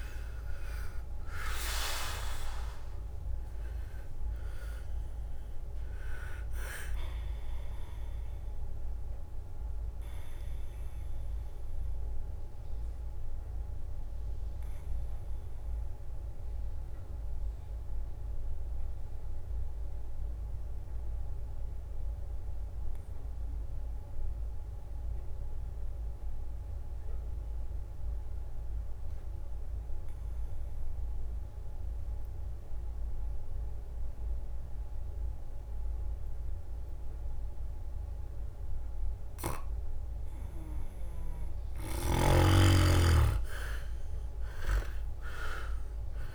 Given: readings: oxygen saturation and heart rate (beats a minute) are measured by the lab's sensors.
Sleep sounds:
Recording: breathing in sleep by a room microphone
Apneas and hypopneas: 1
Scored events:
0.00-12.00 s: drop in pulse transit time (device-marked, heart rate 65 extreme)
0.00-13.00 s: oxygen desaturation (device-marked, oxygen 93% lowest, heart rate 57 extreme)
11.50-41.00 s: mixed apnea (oxygen 99% before, 89% lowest, heart rate 72 before, 57 extreme, up 11 after)
18.00-27.00 s: oxygen desaturation (device-marked, oxygen 94% before, 91% lowest, heart rate 70 before, 60 extreme)
41.00-46.35 s: oxygen desaturation (device-marked, oxygen 100% before, 89% lowest, heart rate 61 before, 59 extreme)
44.50-46.35 s: arousal
From the record:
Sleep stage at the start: N2 (light sleep)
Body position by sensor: on the back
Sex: male

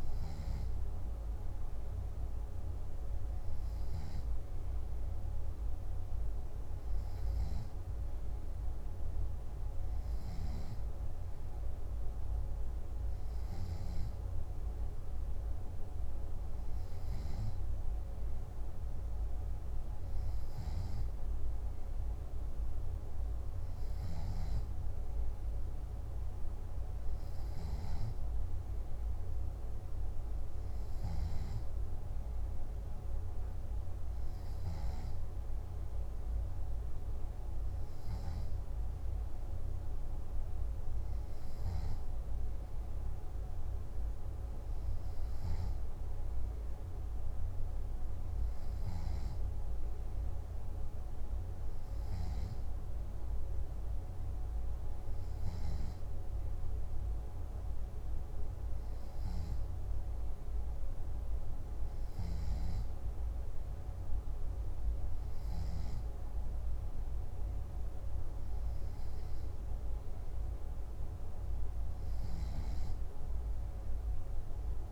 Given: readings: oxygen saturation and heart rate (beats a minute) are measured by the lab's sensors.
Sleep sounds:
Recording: breathing in sleep, hard to hear, by a room microphone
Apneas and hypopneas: none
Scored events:
none scored
From the record:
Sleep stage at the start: N3 (deep sleep)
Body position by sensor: on the back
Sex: male

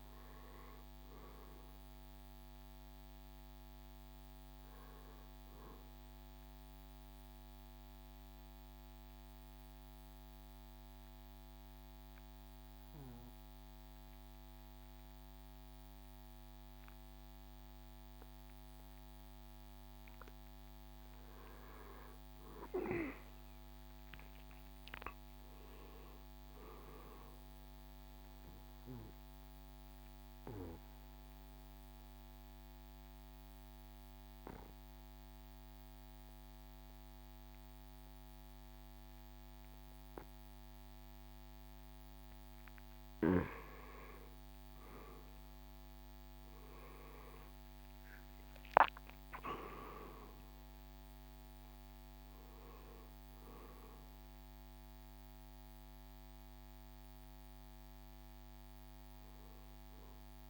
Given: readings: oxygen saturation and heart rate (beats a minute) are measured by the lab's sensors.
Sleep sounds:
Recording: breathing in sleep by a microphone on the trachea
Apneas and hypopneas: 2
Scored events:
0.00-1.50 s: arousal
0.00-9.50 s: drop in pulse transit time (device-marked, heart rate 68 extreme)
0.50-14.50 s: oxygen desaturation (device-marked, oxygen 94% before, 87% lowest, heart rate 66 before, 61 extreme)
7.50-20.50 s: mixed apnea (oxygen 97% before, 87% lowest, heart rate 68 before, 61 extreme, up 9 after)
23.00-27.00 s: arousal
24.50-34.50 s: drop in pulse transit time (device-marked, heart rate 66 before, 64 extreme)
24.50-44.50 s: oxygen desaturation (device-marked, oxygen 97% before, 88% lowest, heart rate 66 before, 61 extreme)
28.50-43.00 s: obstructive apnea (oxygen 97% before, 84% lowest, heart rate 66 before, 61 extreme, up 12 after)
46.50-59.50 s: drop in pulse transit time (device-marked, heart rate 66 before, 64 extreme)
46.50-60.50 s: oxygen desaturation (device-marked, oxygen 96% before, 87% lowest, heart rate 66 before, 62 extreme)
47.00-52.50 s: arousal
From the record:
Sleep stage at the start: N2 (light sleep)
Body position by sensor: on the back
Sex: male

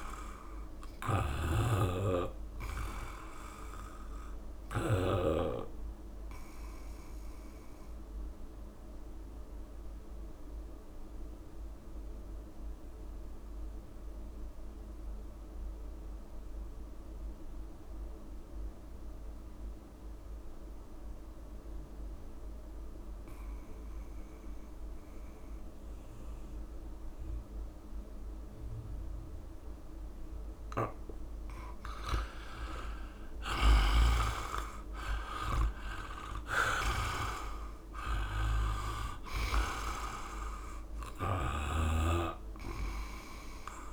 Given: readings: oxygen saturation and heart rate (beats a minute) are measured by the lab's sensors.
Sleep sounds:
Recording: breathing in sleep by a room microphone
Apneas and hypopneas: 1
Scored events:
0.00-5.00 s: snoring (device-marked)
0.00-16.00 s: oxygen desaturation (device-marked, oxygen 73% lowest, heart rate 61 extreme)
0.50-2.50 s: long interval between heartbeats (device-marked, heart rate 75 before, 87 extreme)
5.50-29.50 s: obstructive apnea (oxygen 87% before, 73% lowest, heart rate 80 before, 66 extreme, up 20 after)
28.00-43.93 s: oxygen desaturation (device-marked, oxygen 100% before, 80% lowest, heart rate 69 before, 65 extreme)
32.00-36.00 s: arousal
37.50-39.50 s: long interval between heartbeats (device-marked, heart rate 69 before, 86 extreme)
From the record:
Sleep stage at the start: REM sleep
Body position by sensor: on the back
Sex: male

